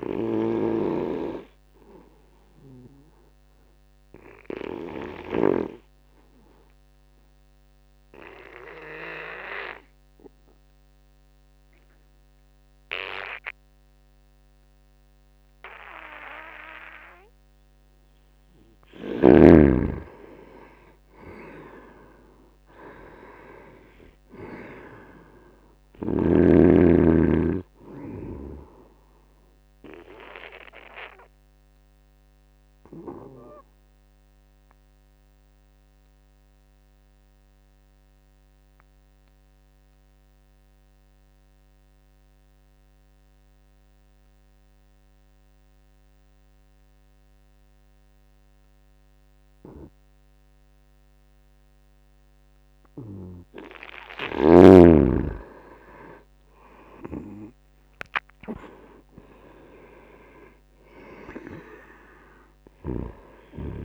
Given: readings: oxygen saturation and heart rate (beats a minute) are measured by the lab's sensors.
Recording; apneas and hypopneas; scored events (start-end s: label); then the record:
breathing in sleep by a microphone on the trachea; 2
0.00-5.50 s: snoring (device-marked)
0.00-10.00 s: oxygen desaturation (device-marked, oxygen 90% lowest, heart rate 67 extreme)
0.50-17.50 s: obstructive apnea (oxygen 97% before, 87% lowest, heart rate 79 before, 67 extreme)
20.00-23.50 s: arousal
25.00-43.00 s: oxygen desaturation (device-marked, oxygen 95% before, 88% lowest, heart rate 76 before, 73 extreme)
30.50-52.50 s: obstructive apnea (oxygen 97% before, 87% lowest, heart rate 76 before, 73 extreme, up 4 after)
54.50-58.00 s: arousal
56.00-63.85 s: oxygen desaturation (device-marked, oxygen 97% before, 87% lowest, heart rate 77 before, 74 extreme)
From the record:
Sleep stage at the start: N2 (light sleep); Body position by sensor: on the back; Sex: male